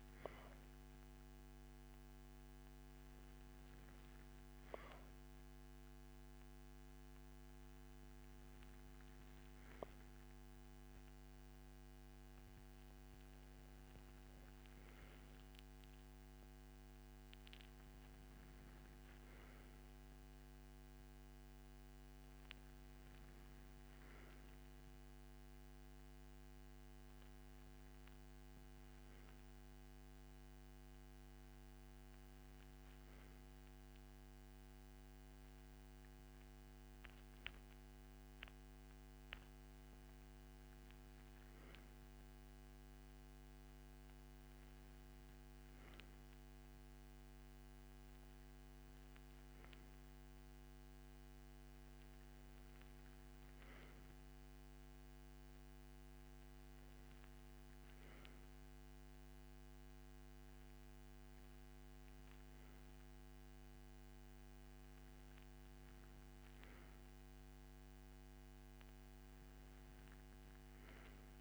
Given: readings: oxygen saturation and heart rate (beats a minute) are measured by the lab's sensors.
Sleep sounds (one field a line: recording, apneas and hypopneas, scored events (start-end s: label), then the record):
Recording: breathing in sleep, hard to hear, by a microphone on the trachea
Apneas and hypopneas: none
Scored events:
13.00-17.00 s: arousal
From the record:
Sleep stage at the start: N2 (light sleep)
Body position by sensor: on the right side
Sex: male